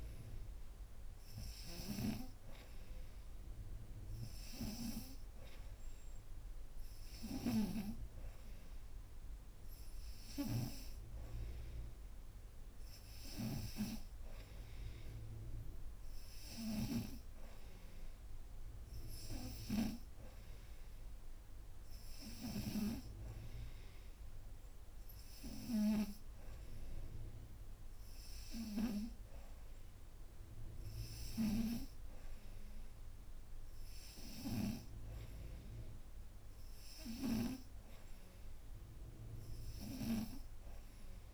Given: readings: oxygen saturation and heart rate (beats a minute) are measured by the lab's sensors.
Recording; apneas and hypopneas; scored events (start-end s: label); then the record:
breathing in sleep by a room microphone; none
none scored
From the record:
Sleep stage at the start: N2 (light sleep); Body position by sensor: upright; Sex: female